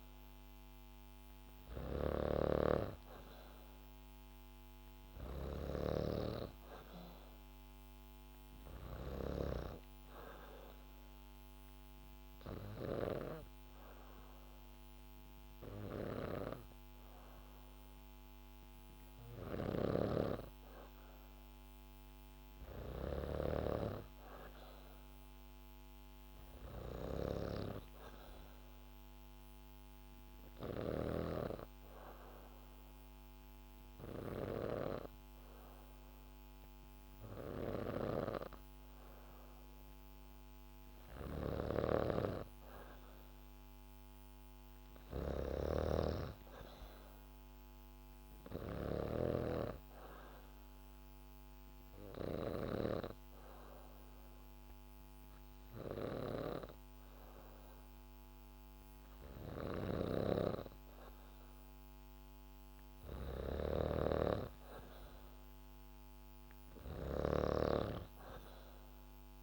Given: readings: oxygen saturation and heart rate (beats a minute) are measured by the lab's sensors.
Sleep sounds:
breathing in sleep by a microphone on the trachea; 3
0.00-5.50 s: snoring (device-marked)
4.50-7.50 s: arousal
9.50-20.50 s: obstructive apnea (oxygen 95% before, 92% lowest, heart rate 72 before, 71 extreme, up 0 after)
19.00-31.00 s: snoring (device-marked)
22.50-26.00 s: arousal
29.00-40.50 s: hypopnea (oxygen 94% before, 92% lowest, heart rate 74 before, 71 extreme)
37.50-69.43 s: snoring (device-marked)
42.00-45.00 s: arousal
45.50-59.50 s: oxygen desaturation (device-marked, oxygen 95% before, 92% lowest, heart rate 74 before, 72 extreme)
50.00-61.00 s: hypopnea (oxygen 95% before, 91% lowest, heart rate 73 before, 72 extreme, up 1 after)
63.50-66.50 s: arousal
From the record:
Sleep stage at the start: N3 (deep sleep); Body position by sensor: on the back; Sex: female

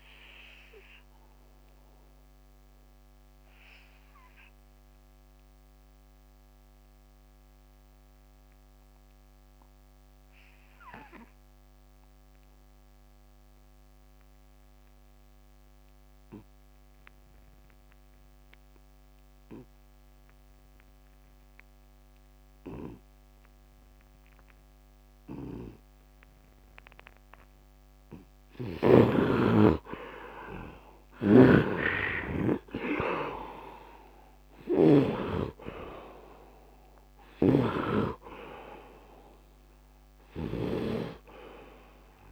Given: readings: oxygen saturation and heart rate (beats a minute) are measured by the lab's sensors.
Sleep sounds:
breathing in sleep by a microphone on the trachea; 1
1.00-31.00 s: obstructive apnea (oxygen 99% before, 72% lowest, heart rate 81 before, 73 extreme, up 18 after)
16.50-42.32 s: oxygen desaturation (device-marked, oxygen 97% before, 72% lowest, heart rate 79 before, 71 extreme)
31.00-35.00 s: snoring (device-marked)
33.00-38.50 s: arousal
37.00-42.32 s: snoring (device-marked)
From the record:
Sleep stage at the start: N2 (light sleep); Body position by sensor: on the right side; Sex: male

